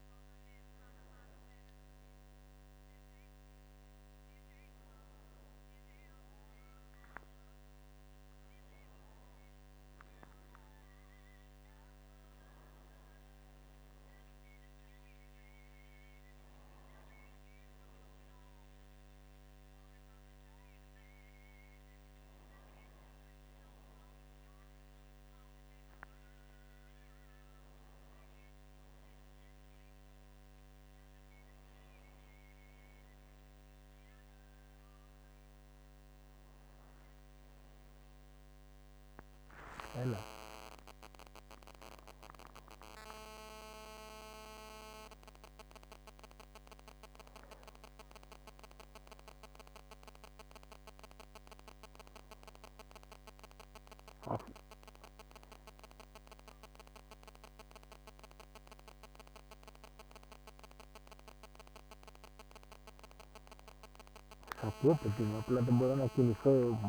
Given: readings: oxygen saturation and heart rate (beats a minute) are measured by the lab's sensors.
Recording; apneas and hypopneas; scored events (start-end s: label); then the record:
a person awake in a sleep study, by a microphone on the trachea; none
none scored
From the record:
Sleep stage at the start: awake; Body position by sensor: on the back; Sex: male